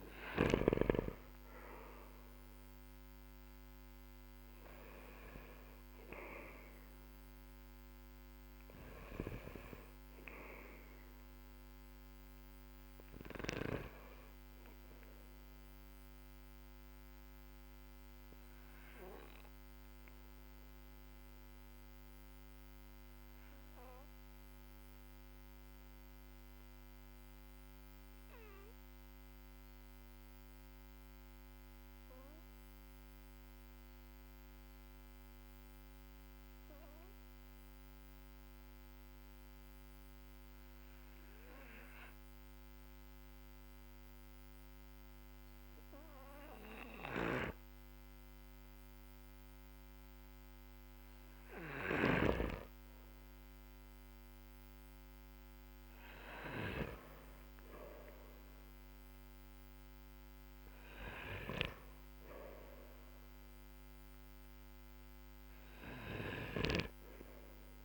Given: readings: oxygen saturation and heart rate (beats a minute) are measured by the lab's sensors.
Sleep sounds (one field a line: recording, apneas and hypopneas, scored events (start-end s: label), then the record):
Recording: breathing in sleep by a microphone on the trachea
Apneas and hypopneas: 1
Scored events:
2.50-6.50 s: arousal
7.00-32.00 s: oxygen desaturation (device-marked, oxygen 96% before, 93% lowest, heart rate 53 before, 44 extreme)
15.50-50.50 s: obstructive apnea (oxygen 98% before, 93% lowest, heart rate 51 before, 44 extreme, up 7 after)
54.50-60.50 s: arousal
63.00-67.85 s: oxygen desaturation (device-marked, oxygen 97% before, 94% lowest, heart rate 53 before, 44 extreme)
From the record:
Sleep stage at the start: N2 (light sleep)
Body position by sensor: on the back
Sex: male